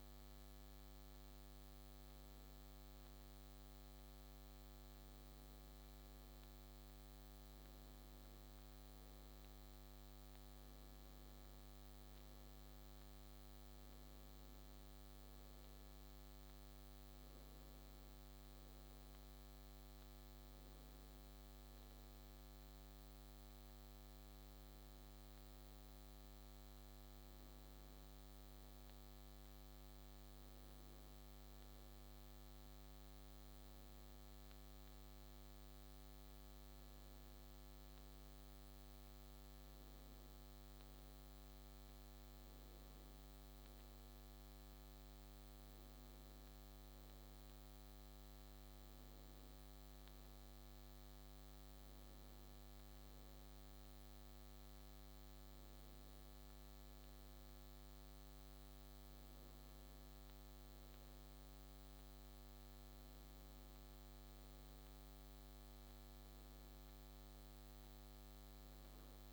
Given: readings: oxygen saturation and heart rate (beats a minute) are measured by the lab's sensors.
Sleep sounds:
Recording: breathing in sleep, hard to hear, by a microphone on the trachea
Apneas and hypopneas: none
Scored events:
60.00-64.00 s: arousal
From the record:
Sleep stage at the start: N1 (lightest sleep)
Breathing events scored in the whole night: 182 in 5.9 hours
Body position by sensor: on the back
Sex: male

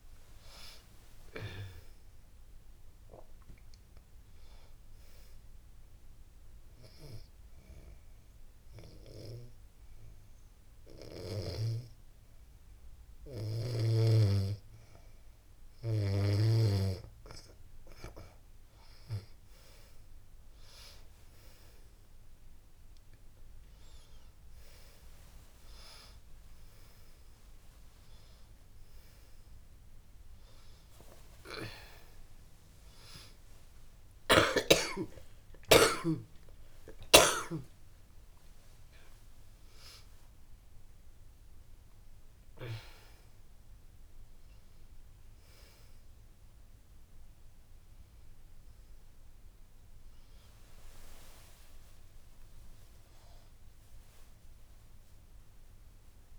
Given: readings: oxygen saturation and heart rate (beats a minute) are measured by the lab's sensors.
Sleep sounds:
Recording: a person partly awake in a sleep study, by a room microphone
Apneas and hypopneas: 1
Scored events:
4.50-15.50 s: hypopnea (oxygen 94% before, 91% lowest, heart rate 117 before, 82 extreme, up 6 after)
17.00-34.00 s: oxygen desaturation (device-marked, oxygen 96% before, 91% lowest, heart rate 110 before, 89 extreme)
31.00-56.38 s: new sleep stage, awake
From the record:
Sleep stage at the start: N2 (light sleep)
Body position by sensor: on the back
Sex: female

